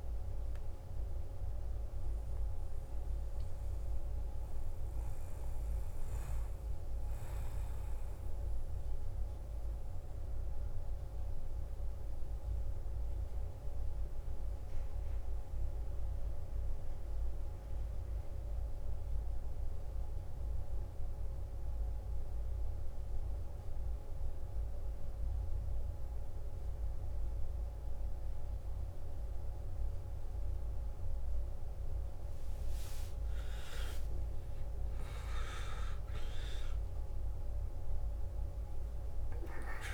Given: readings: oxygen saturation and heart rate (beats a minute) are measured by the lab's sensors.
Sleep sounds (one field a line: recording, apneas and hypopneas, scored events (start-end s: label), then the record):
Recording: breathing in sleep, hard to hear, by a room microphone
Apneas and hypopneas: 1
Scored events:
0.00-13.00 s: oxygen desaturation (device-marked, oxygen 89% lowest, heart rate 53 extreme)
7.00-32.50 s: mixed apnea (oxygen 94% before, 90% lowest, heart rate 60 before, 54 extreme, up 10 after)
33.00-38.50 s: arousal
33.00-39.94 s: oxygen desaturation (device-marked, oxygen 97% before, 90% lowest, heart rate 57 before, 53 extreme)
From the record:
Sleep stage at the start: N2 (light sleep)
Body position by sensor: on the back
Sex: male